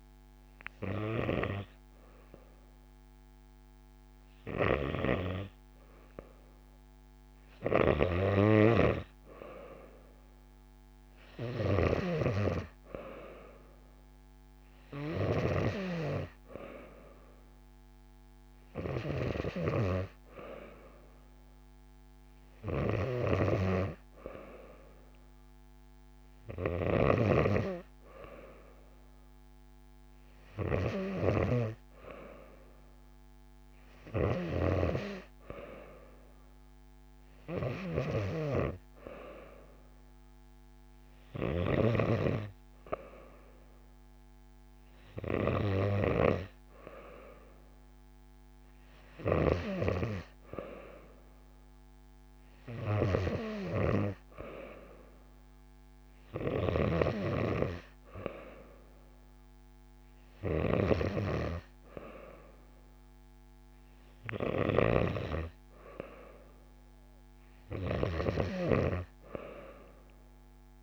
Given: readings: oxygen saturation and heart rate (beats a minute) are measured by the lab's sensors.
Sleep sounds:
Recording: breathing in sleep by a microphone on the trachea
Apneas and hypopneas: none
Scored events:
7.50-12.00 s: snoring (device-marked)
From the record:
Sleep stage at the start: N2 (light sleep)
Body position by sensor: on the back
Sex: female

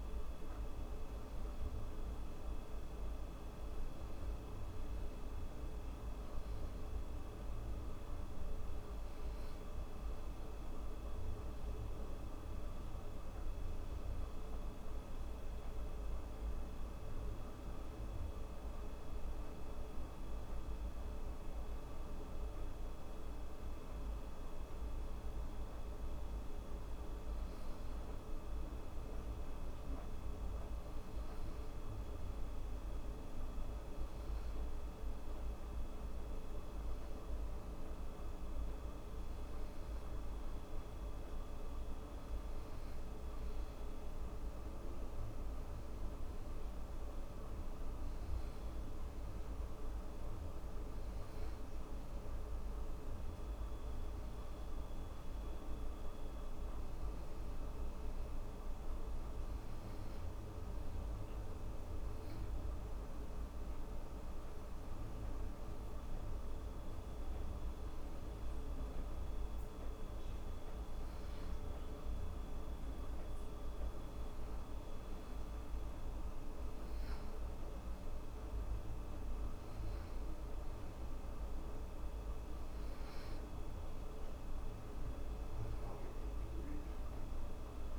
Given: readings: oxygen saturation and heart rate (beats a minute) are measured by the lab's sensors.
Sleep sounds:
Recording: breathing in sleep, hard to hear, by a room microphone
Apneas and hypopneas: none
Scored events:
none scored
From the record:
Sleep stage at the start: N2 (light sleep)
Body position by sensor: on the back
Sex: female

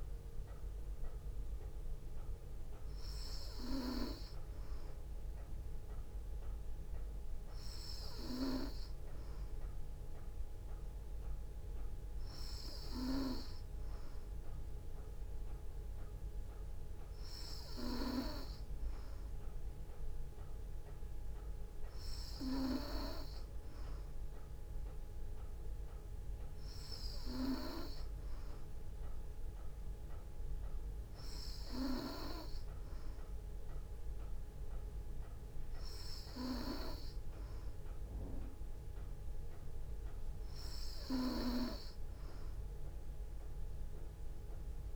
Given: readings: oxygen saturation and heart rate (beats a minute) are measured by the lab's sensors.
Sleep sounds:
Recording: breathing in sleep by a room microphone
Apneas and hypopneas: none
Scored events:
none scored
From the record:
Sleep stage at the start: N3 (deep sleep)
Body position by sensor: on the back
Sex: female

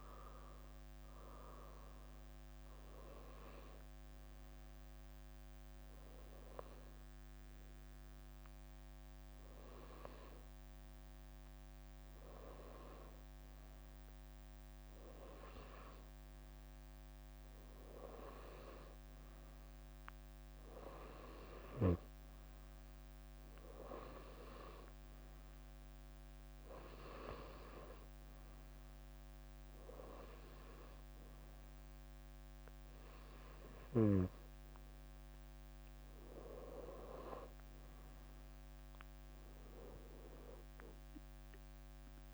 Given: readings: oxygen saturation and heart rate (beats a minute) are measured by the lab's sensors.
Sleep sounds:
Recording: breathing in sleep by a microphone on the trachea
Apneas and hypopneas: none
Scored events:
3.00-6.00 s: leg movement (device-marked)
12.00-13.50 s: leg movement (device-marked)
15.00-16.50 s: leg movement (device-marked)
17.50-19.00 s: leg movement (device-marked)
20.50-22.50 s: leg movement (device-marked)
23.50-25.50 s: leg movement (device-marked)
26.50-28.50 s: leg movement (device-marked)
29.50-31.50 s: leg movement (device-marked)
32.50-35.00 s: leg movement (device-marked)
36.00-38.00 s: leg movement (device-marked)
39.50-42.00 s: leg movement (device-marked)
From the record:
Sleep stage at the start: N2 (light sleep)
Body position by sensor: on the right side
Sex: female

